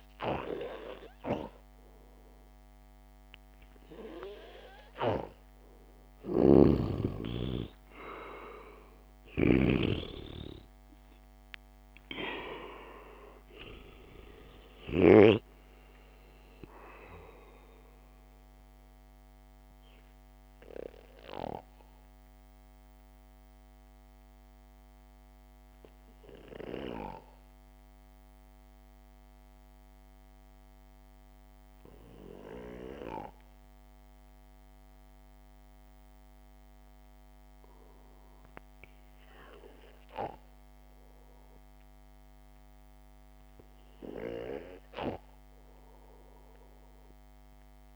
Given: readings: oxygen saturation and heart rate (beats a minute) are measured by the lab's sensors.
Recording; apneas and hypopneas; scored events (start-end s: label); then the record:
breathing in sleep by a microphone on the trachea; 1
6.50-15.50 s: snoring (device-marked)
12.50-16.50 s: arousal
19.00-41.00 s: mixed apnea (oxygen 98% before, 92% lowest, heart rate 58 before, 53 extreme, up 0 after)
43.00-47.00 s: arousal
From the record:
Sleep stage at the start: N2 (light sleep); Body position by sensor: on the back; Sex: male